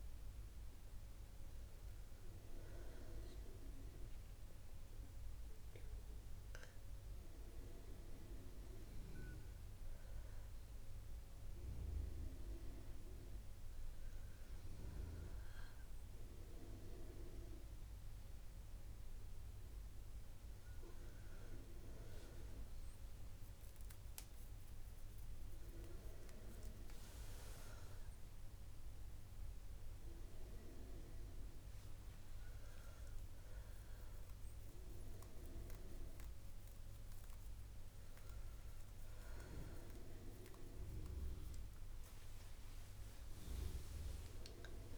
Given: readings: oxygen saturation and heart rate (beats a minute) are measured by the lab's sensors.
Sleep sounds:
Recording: a person awake in a sleep study, by a room microphone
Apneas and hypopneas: none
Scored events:
0.00-2.00 s: oxygen desaturation (device-marked, oxygen 89% lowest, heart rate 60 extreme)
8.00-44.98 s: new sleep stage, awake
From the record:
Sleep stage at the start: N2 (light sleep)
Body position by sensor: on the back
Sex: female

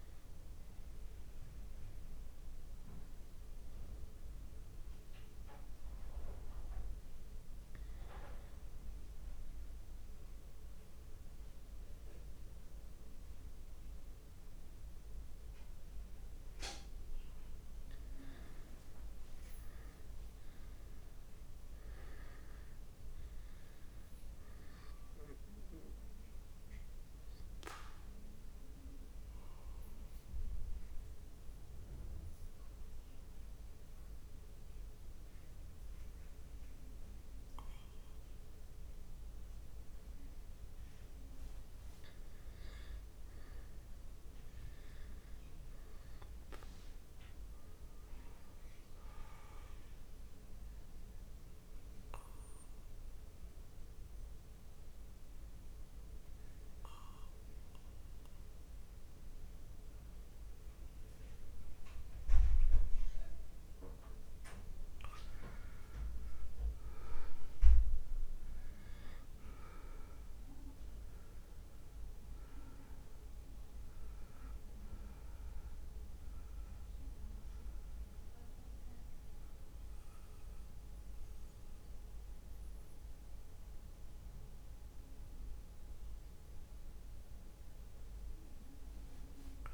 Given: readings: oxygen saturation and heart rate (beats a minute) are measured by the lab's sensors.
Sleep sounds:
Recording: breathing in sleep by a room microphone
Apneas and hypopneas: 3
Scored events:
1.00-17.00 s: mixed apnea (oxygen 100% before, 94% lowest)
18.50-22.50 s: arousal
26.50-41.50 s: central apnea (oxygen 100% before, 94% lowest)
30.00-47.00 s: oxygen desaturation (device-marked, oxygen 98% before, 94% lowest)
43.50-46.50 s: arousal
48.00-64.50 s: central apnea (oxygen 98% before, 95% lowest)
68.00-72.50 s: arousal
From the record:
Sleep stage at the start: N2 (light sleep)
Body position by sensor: on the back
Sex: male

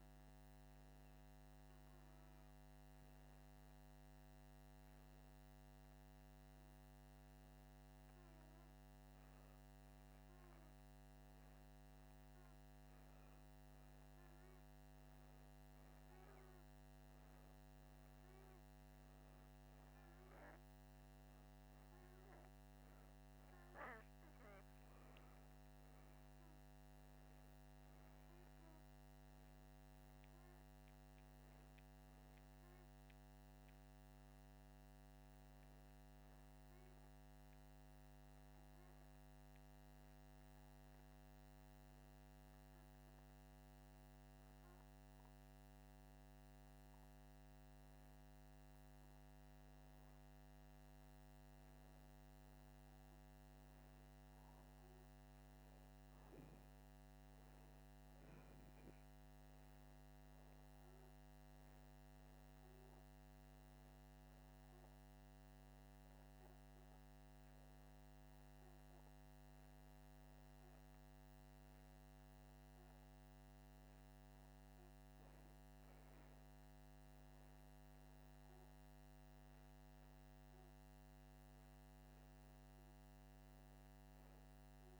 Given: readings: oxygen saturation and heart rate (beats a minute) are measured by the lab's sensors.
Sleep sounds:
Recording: breathing in sleep, hard to hear, by a microphone on the trachea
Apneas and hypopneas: none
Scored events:
17.50-45.50 s: oxygen desaturation (device-marked, oxygen 98% before, 95% lowest, heart rate 81 before, 82 extreme)
22.50-85.00 s: new sleep stage, N2 (light sleep)
From the record:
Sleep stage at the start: N1 (lightest sleep)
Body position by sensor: upright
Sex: male

